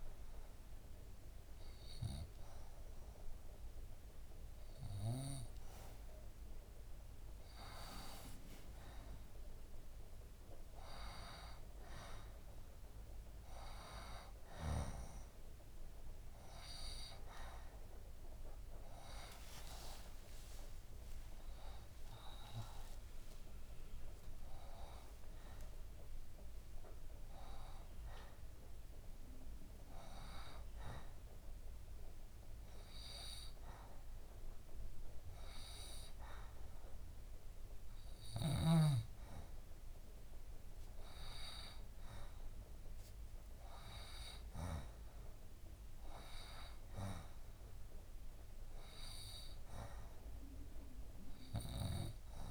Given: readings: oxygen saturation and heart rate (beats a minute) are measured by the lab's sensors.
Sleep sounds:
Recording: a person partly awake in a sleep study, by a room microphone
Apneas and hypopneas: 1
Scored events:
0.00-5.00 s: oxygen desaturation (device-marked, oxygen 89% lowest, heart rate 67 extreme)
10.00-52.50 s: new sleep stage, N2 (light sleep)
20.00-30.00 s: oxygen desaturation (device-marked, oxygen 94% before, 90% lowest, heart rate 70 before, 70 extreme)
30.00-40.50 s: hypopnea (oxygen 94% before, 89% lowest, heart rate 72 before, 70 extreme, up 4 after)
42.50-47.50 s: arousal
From the record:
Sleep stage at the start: awake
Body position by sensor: on the left side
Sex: female

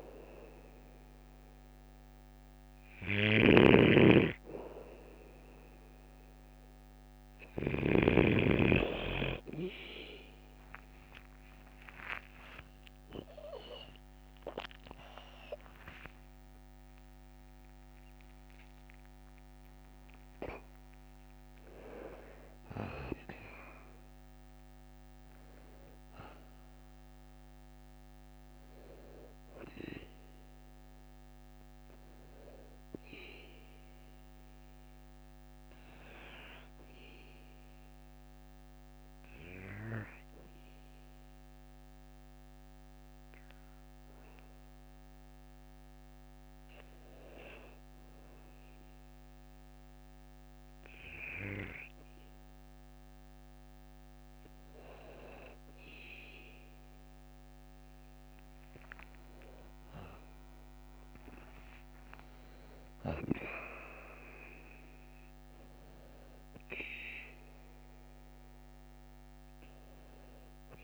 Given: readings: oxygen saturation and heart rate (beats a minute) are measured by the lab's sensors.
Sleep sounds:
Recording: breathing in sleep by a microphone on the trachea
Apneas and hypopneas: 1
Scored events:
0.00-8.00 s: snoring (device-marked)
11.50-17.00 s: arousal
16.50-28.50 s: oxygen desaturation (device-marked, oxygen 97% before, 94% lowest, heart rate 60 before, 53 extreme)
36.00-53.00 s: hypopnea (oxygen 97% before, 96% lowest, heart rate 78 before, 53 extreme, up 17 after)
58.50-60.50 s: long interval between heartbeats (device-marked, heart rate 57 before, 69 extreme)
58.50-63.00 s: arousal
62.00-64.00 s: long interval between heartbeats (device-marked, heart rate 58 before, 78 extreme)
From the record:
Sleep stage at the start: N2 (light sleep)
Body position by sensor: on the back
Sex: male

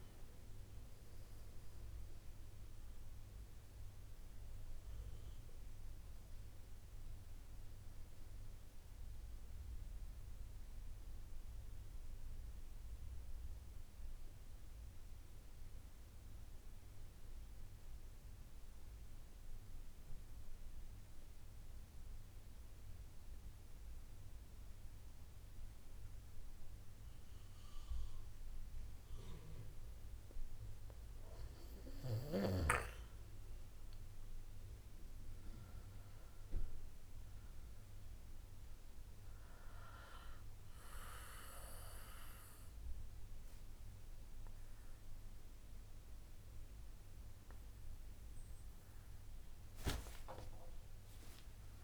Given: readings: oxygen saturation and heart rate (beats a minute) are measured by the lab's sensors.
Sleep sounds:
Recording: breathing in sleep by a room microphone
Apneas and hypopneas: 1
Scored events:
0.00-1.00 s: arousal
0.00-21.50 s: oxygen desaturation (device-marked, oxygen 87% lowest, heart rate 49 extreme)
9.50-30.50 s: mixed apnea (oxygen 95% before, 87% lowest, heart rate 59 before, 58 extreme, up 3 after)
32.00-37.00 s: arousal
37.50-51.84 s: oxygen desaturation (device-marked, oxygen 98% before, 89% lowest, heart rate 64 before, 58 extreme)
From the record:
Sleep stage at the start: N2 (light sleep)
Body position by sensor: on the back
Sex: male

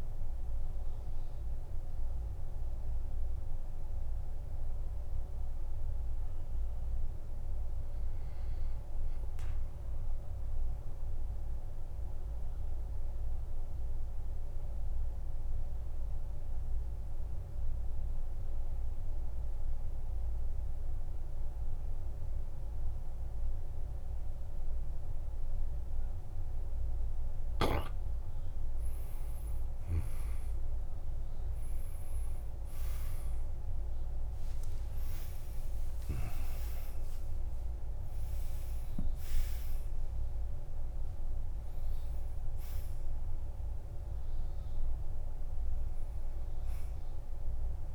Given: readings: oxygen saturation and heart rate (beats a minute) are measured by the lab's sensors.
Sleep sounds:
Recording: breathing in sleep, hard to hear, by a room microphone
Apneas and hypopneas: 1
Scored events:
0.00-11.00 s: oxygen desaturation (device-marked, oxygen 87% lowest, heart rate 46 extreme)
10.50-27.00 s: mixed apnea (oxygen 97% before, 93% lowest, heart rate 50 before, 48 extreme, up 16 after)
29.50-34.00 s: arousal
30.00-47.94 s: oxygen desaturation (device-marked, oxygen 99% before, 93% lowest, heart rate 51 before, 45 extreme)
33.00-38.00 s: tachycardia (device-marked, heart rate 60 before, 110 extreme)
35.00-37.00 s: long interval between heartbeats (device-marked, heart rate 54 before, 94 extreme)
From the record:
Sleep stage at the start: N2 (light sleep)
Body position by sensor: on the back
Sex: male

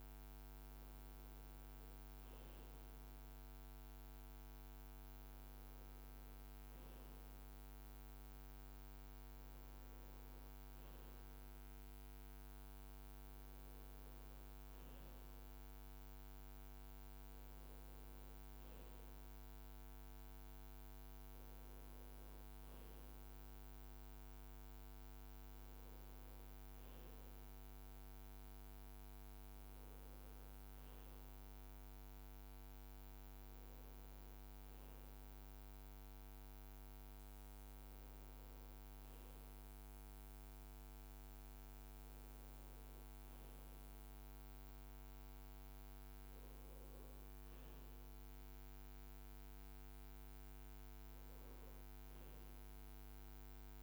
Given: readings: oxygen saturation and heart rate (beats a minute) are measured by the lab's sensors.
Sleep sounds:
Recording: breathing in sleep, hard to hear, by a microphone on the trachea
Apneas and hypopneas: none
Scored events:
11.50-41.50 s: new sleep stage, N1 (lightest sleep)
28.00-38.00 s: leg movement (device-marked)
41.50-53.83 s: new sleep stage, N2 (light sleep)
42.50-52.50 s: leg movement (device-marked)
From the record:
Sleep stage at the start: N2 (light sleep)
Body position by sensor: on the right side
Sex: male

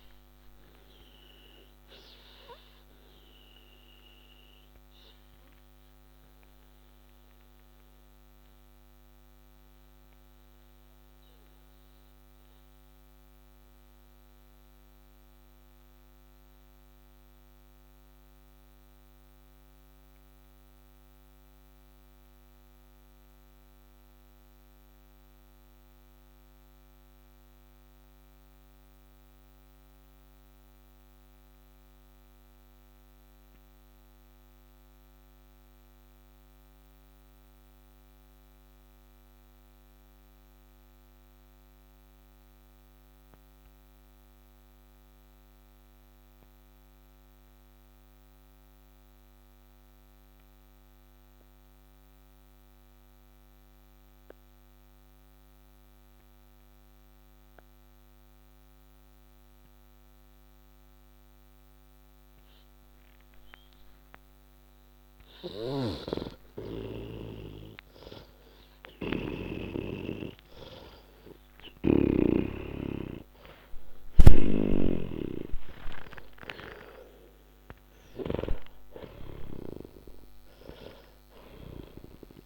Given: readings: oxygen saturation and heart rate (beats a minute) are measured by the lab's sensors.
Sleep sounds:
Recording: breathing in sleep by a microphone on the trachea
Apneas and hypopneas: 1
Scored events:
0.00-33.50 s: oxygen desaturation (device-marked, oxygen 79% lowest)
0.50-64.50 s: mixed apnea (oxygen 98% before, 79% lowest)
62.50-82.46 s: oxygen desaturation (device-marked, oxygen 98% before, 80% lowest)
65.00-71.50 s: snoring (device-marked)
65.50-72.50 s: arousal
73.50-78.00 s: snoring (device-marked)
From the record:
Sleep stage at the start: N2 (light sleep)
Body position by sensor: on the back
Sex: male

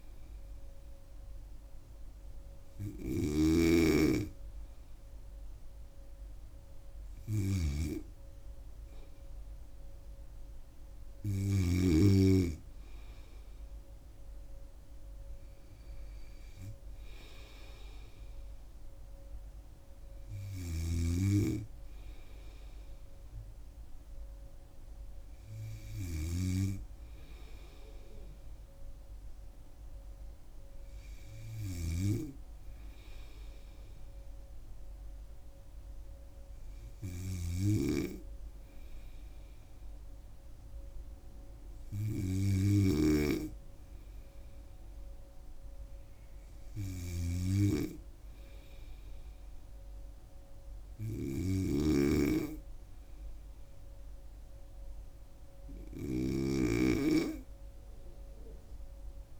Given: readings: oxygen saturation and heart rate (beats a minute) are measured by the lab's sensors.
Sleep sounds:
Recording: breathing in sleep by a room microphone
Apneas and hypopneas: none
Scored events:
0.00-12.00 s: snoring (device-marked)
20.50-59.39 s: snoring (device-marked)
From the record:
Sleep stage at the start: N2 (light sleep)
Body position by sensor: on the right side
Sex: female

